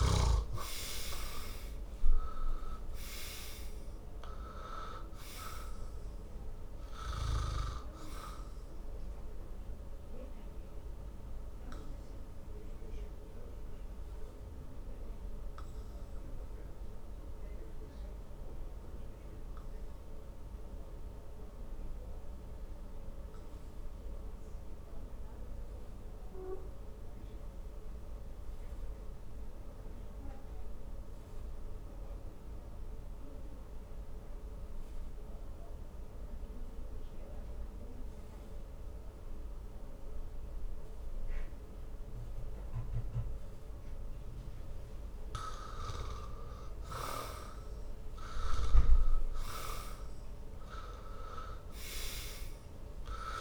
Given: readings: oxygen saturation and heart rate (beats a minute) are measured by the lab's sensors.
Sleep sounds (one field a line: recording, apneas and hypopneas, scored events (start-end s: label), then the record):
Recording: breathing in sleep by a room microphone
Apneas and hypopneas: 1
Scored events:
9.50-46.50 s: obstructive apnea (oxygen 98% before, 82% lowest, heart rate 64 before, 49 extreme, up 15 after)
19.50-40.50 s: oxygen desaturation (device-marked, oxygen 96% before, 82% lowest, heart rate 63 before, 51 extreme)
48.50-53.00 s: arousal
From the record:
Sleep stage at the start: N2 (light sleep)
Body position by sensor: on the back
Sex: male